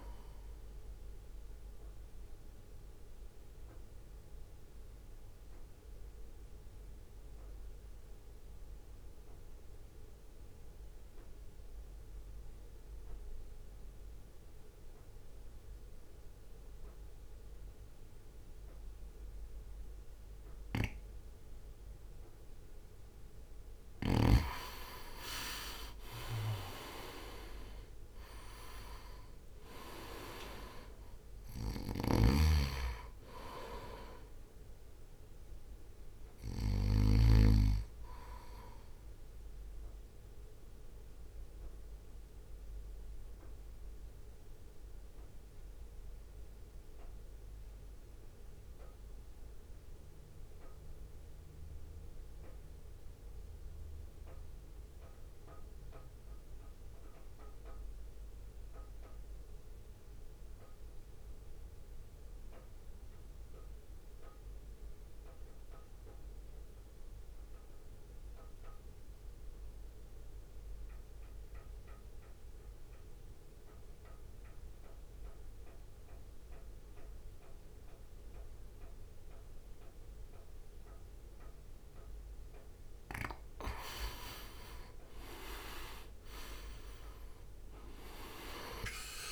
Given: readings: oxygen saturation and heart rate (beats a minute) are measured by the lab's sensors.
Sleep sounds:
breathing in sleep by a room microphone; 2
2.50-23.00 s: obstructive apnea (oxygen 98% before, 91% lowest, heart rate 59 before, 53 extreme, up 2 after)
11.00-19.00 s: oxygen desaturation (device-marked, oxygen 97% before, 94% lowest, heart rate 59 before, 53 extreme)
27.00-31.50 s: arousal
27.00-42.00 s: drop in pulse transit time (device-marked, heart rate 61 before, 53 extreme)
28.00-42.00 s: oxygen desaturation (device-marked, oxygen 96% before, 92% lowest, heart rate 61 before, 54 extreme)
32.00-37.50 s: snoring (device-marked)
41.00-81.50 s: mixed apnea (oxygen 96% before, 86% lowest, heart rate 58 before, 51 extreme, up 2 after)
70.00-89.32 s: oxygen desaturation (device-marked, oxygen 99% before, 88% lowest, heart rate 62 before, 51 extreme)
85.50-89.00 s: arousal
86.00-89.32 s: drop in pulse transit time (device-marked, heart rate 58 before, 51 extreme)
From the record:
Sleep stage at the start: N2 (light sleep); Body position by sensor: on the right side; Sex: male

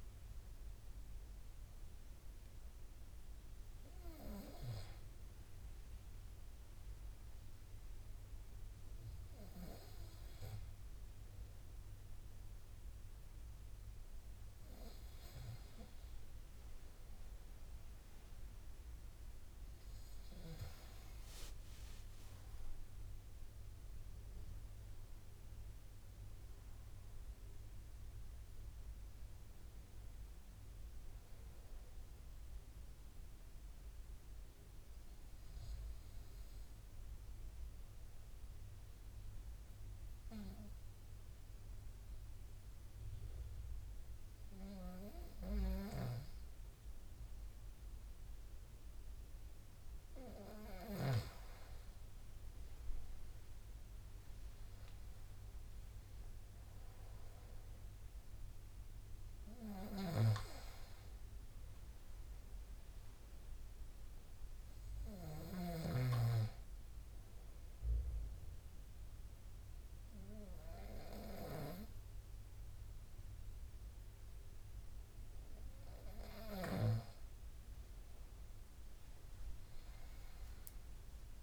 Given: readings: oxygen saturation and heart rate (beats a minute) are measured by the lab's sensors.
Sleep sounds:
breathing in sleep by a room microphone; 1
21.50-25.00 s: arousal
26.50-35.50 s: oxygen desaturation (device-marked, oxygen 98% before, 94% lowest, heart rate 78 before, 73 extreme)
38.00-49.00 s: hypopnea (oxygen 99% before, 94% lowest, heart rate 77 before, 73 extreme, up 7 after)
From the record:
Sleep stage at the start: N2 (light sleep); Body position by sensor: on the front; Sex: male

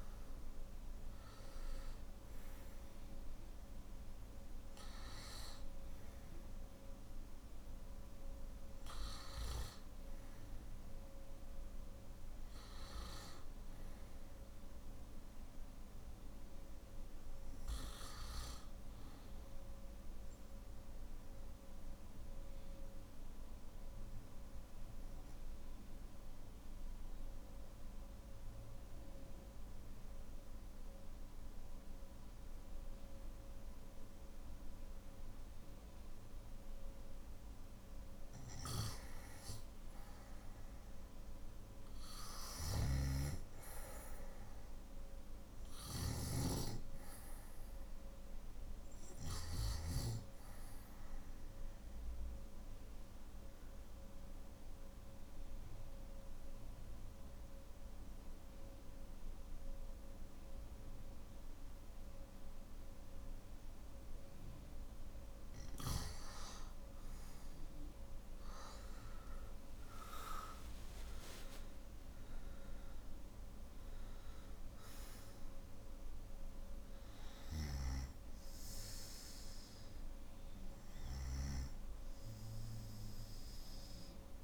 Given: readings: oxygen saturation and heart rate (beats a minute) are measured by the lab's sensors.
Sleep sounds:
breathing in sleep by a room microphone; 2
10.50-84.44 s: new sleep stage, N3 (deep sleep)
19.50-37.50 s: obstructive apnea (oxygen 96% before, 90% lowest, heart rate 54 before, 48 extreme, up 7 after)
41.50-69.50 s: oxygen desaturation (device-marked, oxygen 98% before, 90% lowest, heart rate 52 before, 48 extreme)
51.00-65.00 s: mixed apnea (oxygen 98% before, 90% lowest, heart rate 55 before, 48 extreme, up 10 after)
From the record:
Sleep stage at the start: N1 (lightest sleep); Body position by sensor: on the back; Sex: male

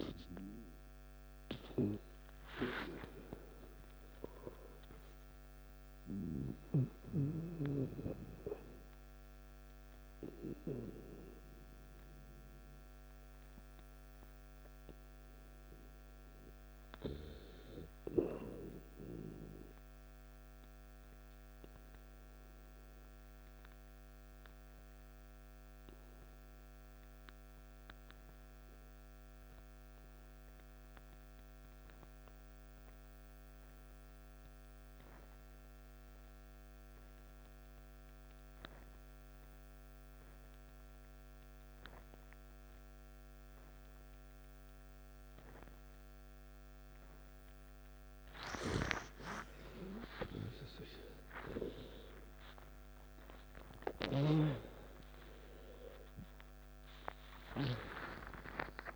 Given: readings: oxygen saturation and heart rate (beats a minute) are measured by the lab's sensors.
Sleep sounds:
breathing in sleep by a microphone on the trachea; 1
0.00-17.50 s: oxygen desaturation (device-marked, oxygen 88% lowest, heart rate 53 extreme)
21.50-48.50 s: hypopnea (oxygen 97% before, 88% lowest, heart rate 57 before, 54 extreme, up 16 after)
36.50-58.96 s: oxygen desaturation (device-marked, oxygen 98% before, 90% lowest, heart rate 55 before, 53 extreme)
43.50-58.96 s: new sleep stage, N1 (lightest sleep)
49.50-54.50 s: arousal
From the record:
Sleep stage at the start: N2 (light sleep); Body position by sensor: on the back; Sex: male

